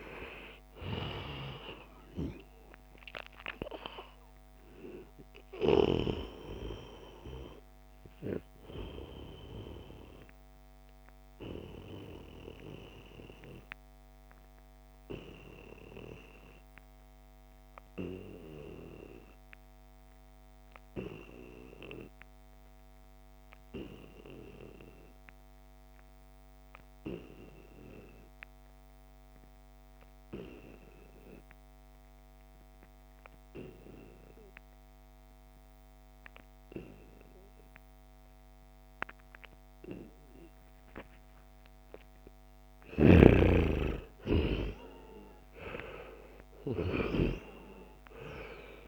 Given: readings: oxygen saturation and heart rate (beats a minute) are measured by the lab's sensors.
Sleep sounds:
breathing in sleep by a microphone on the trachea; 1
0.00-19.00 s: oxygen desaturation (device-marked, oxygen 87% lowest, heart rate 66 extreme)
10.00-42.50 s: obstructive apnea (oxygen 96% before, 85% lowest, heart rate 79 before, 66 extreme, up 9 after)
36.00-48.88 s: oxygen desaturation (device-marked, oxygen 97% before, 85% lowest, heart rate 71 before, 66 extreme)
43.50-48.50 s: arousal
From the record:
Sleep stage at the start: N2 (light sleep); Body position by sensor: on the back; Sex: male

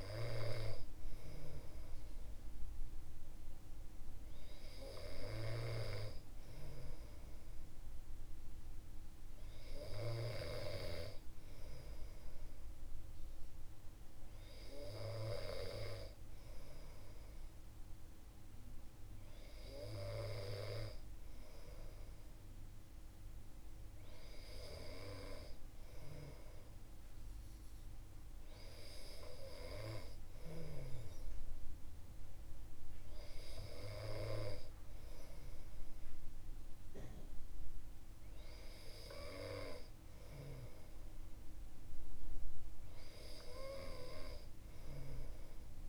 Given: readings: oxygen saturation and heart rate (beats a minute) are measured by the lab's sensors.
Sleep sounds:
breathing in sleep by a room microphone; none
none scored
From the record:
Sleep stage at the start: N2 (light sleep); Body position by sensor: on the back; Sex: male

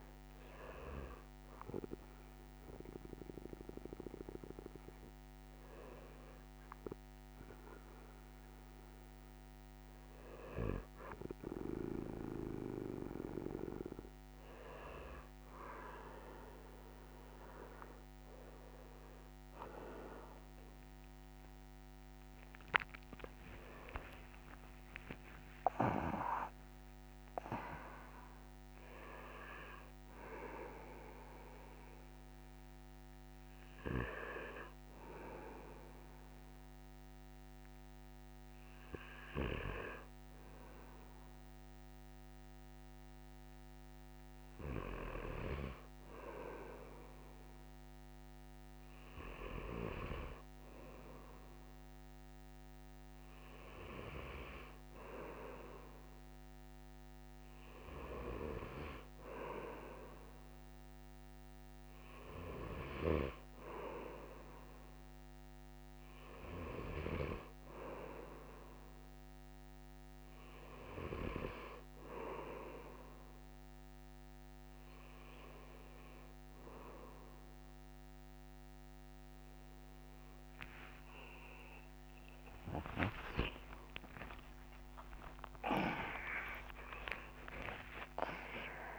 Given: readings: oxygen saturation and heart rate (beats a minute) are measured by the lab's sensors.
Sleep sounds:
a person partly awake in a sleep study, by a microphone on the trachea; none
12.50-42.50 s: new sleep stage, awake
42.50-88.99 s: new sleep stage, N2 (light sleep)
80.50-86.50 s: arousal
82.50-88.99 s: tachycardia (device-marked, heart rate 30 before, 143 extreme)
From the record:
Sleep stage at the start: N2 (light sleep); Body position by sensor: on the right side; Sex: male

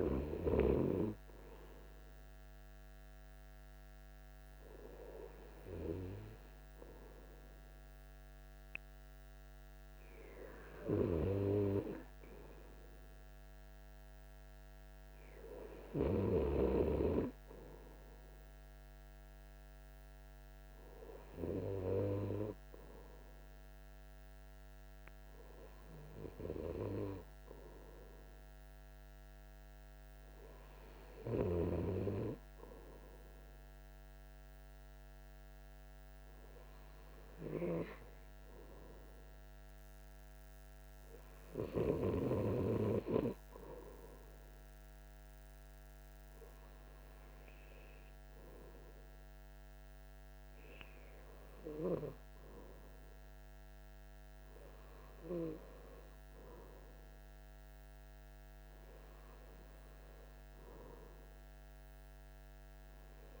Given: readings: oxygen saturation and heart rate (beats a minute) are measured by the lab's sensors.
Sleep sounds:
breathing in sleep by a microphone on the trachea; none
40.00-63.40 s: new sleep stage, REM sleep
From the record:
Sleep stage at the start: N2 (light sleep); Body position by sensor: on the right side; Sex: male

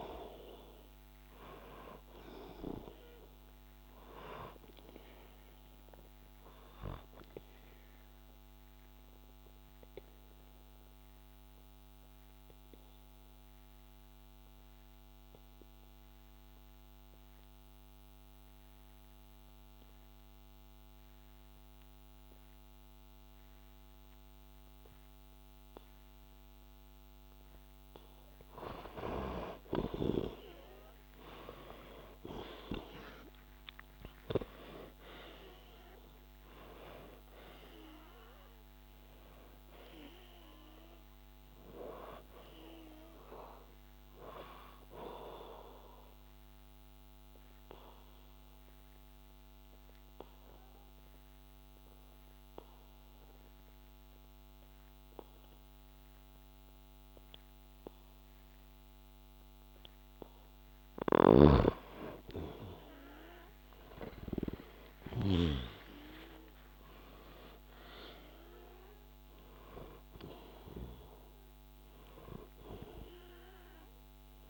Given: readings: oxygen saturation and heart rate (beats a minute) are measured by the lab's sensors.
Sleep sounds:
breathing in sleep by a microphone on the trachea; 2
4.00-28.00 s: obstructive apnea (oxygen 97% before, 92% lowest, heart rate 62 before, 58 extreme, up 4 after)
30.00-34.50 s: arousal
45.00-61.50 s: obstructive apnea (oxygen 98% before, 92% lowest, heart rate 63 before, 61 extreme, up 1 after)
52.00-61.00 s: oxygen desaturation (device-marked, oxygen 97% before, 93% lowest, heart rate 64 before, 61 extreme)
63.00-66.50 s: arousal
70.00-74.50 s: oxygen desaturation (device-marked, oxygen 98% before, 92% lowest, heart rate 63 before, 60 extreme)
From the record:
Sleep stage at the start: N2 (light sleep); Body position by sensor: on the back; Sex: male

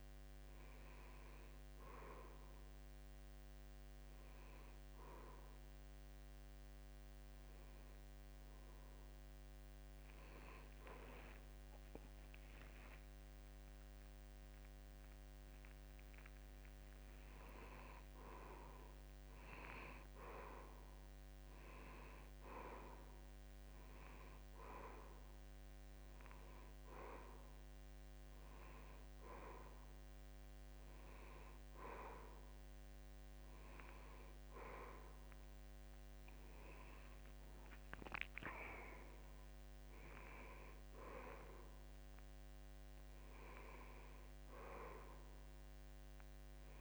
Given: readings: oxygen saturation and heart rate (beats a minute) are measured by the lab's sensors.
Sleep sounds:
breathing in sleep by a microphone on the trachea; none
11.00-13.00 s: long interval between heartbeats (device-marked, heart rate 77 before, 94 extreme)
12.00-16.00 s: arousal
14.00-16.00 s: long interval between heartbeats (device-marked, heart rate 82 before, 153 extreme)
17.00-19.00 s: long interval between heartbeats (device-marked, heart rate 96 before, 188 extreme)
From the record:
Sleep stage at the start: N2 (light sleep); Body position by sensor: on the back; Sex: male

